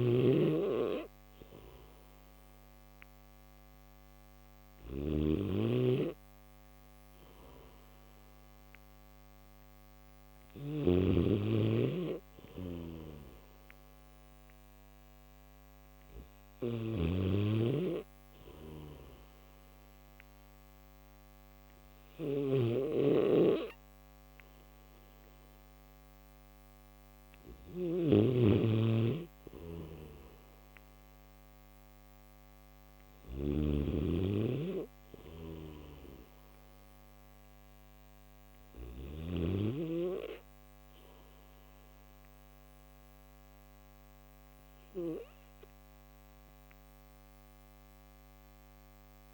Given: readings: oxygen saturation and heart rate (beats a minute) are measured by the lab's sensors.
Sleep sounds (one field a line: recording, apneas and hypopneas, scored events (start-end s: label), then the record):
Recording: breathing in sleep by a microphone on the trachea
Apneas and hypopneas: none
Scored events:
0.00-33.00 s: snoring (device-marked)
35.00-38.50 s: snoring (device-marked)
From the record:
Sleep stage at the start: N1 (lightest sleep)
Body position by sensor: on the back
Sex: male